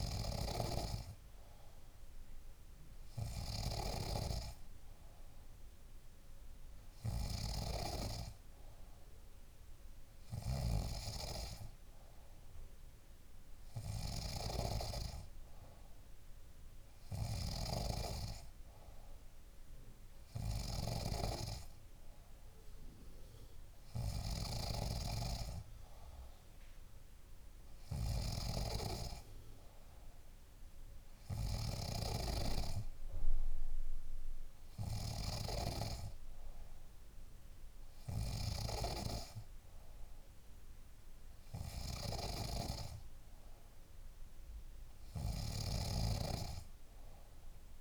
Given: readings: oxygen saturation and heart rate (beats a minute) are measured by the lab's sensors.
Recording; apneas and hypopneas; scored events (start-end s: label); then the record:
breathing in sleep by a room microphone; none
none scored
From the record:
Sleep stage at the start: N3 (deep sleep); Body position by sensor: on the back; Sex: female